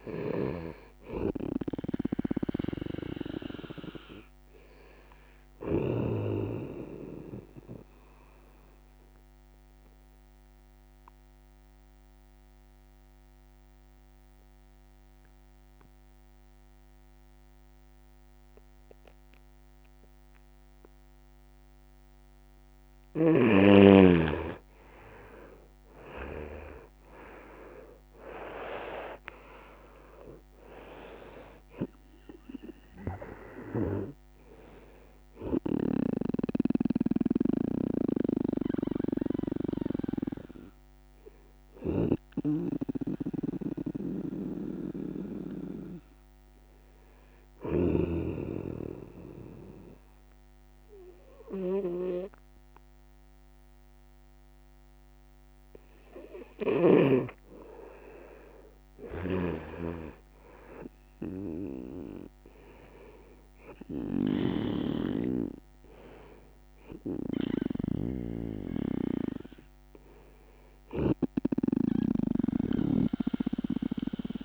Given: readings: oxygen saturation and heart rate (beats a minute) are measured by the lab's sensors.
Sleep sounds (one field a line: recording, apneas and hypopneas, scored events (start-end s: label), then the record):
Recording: breathing in sleep by a microphone on the trachea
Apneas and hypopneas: 2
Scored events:
0.00-6.00 s: snoring (device-marked)
0.00-20.50 s: oxygen desaturation (device-marked, oxygen 91% lowest, heart rate 67 extreme)
6.00-22.00 s: obstructive apnea (oxygen 98% before, 91% lowest, heart rate 72 before, 67 extreme, up 8 after)
25.00-28.50 s: arousal
32.50-53.50 s: oxygen desaturation (device-marked, oxygen 98% before, 91% lowest, heart rate 71 before, 67 extreme)
35.50-48.00 s: snoring (device-marked)
37.00-55.50 s: hypopnea (oxygen 98% before, 91% lowest, heart rate 72 before, 67 extreme, up 6 after)
55.50-59.00 s: arousal
59.00-74.45 s: snoring (device-marked)
65.50-74.45 s: oxygen desaturation (device-marked, oxygen 98% before, 94% lowest, heart rate 70 before, 68 extreme)
From the record:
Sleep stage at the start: N2 (light sleep)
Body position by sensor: on the right side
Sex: male